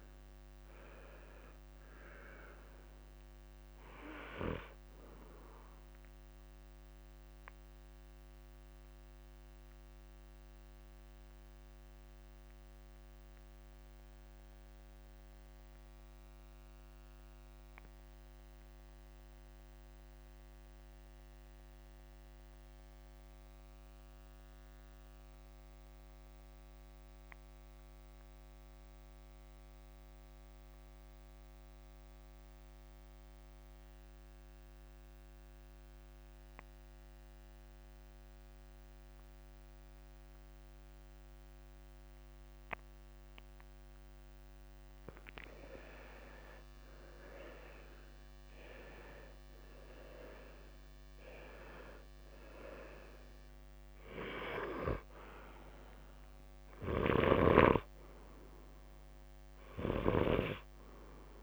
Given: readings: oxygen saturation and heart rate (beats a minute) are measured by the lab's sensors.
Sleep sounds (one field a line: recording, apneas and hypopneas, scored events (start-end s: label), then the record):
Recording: breathing in sleep by a microphone on the trachea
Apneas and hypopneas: 1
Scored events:
0.00-1.00 s: long interval between heartbeats (device-marked, heart rate 62 extreme)
0.00-26.50 s: oxygen desaturation (device-marked, oxygen 89% lowest, heart rate 46 extreme)
8.00-44.00 s: mixed apnea (oxygen 96% before, 87% lowest, heart rate 65 before, 46 extreme, up 31 after)
29.50-31.50 s: long interval between heartbeats (device-marked, heart rate 50 before, 51 extreme)
35.50-61.43 s: oxygen desaturation (device-marked, oxygen 98% before, 87% lowest, heart rate 51 before, 39 extreme)
39.50-41.50 s: long interval between heartbeats (device-marked, heart rate 52 before, 55 extreme)
46.00-50.50 s: arousal
51.50-53.50 s: long interval between heartbeats (device-marked, heart rate 53 before, 76 extreme)
56.00-58.00 s: long interval between heartbeats (device-marked, heart rate 58 before, 74 extreme)
57.00-60.50 s: snoring (device-marked)
58.00-60.00 s: long interval between heartbeats (device-marked, heart rate 60 before, 74 extreme)
From the record:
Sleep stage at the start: N2 (light sleep)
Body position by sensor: on the left side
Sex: male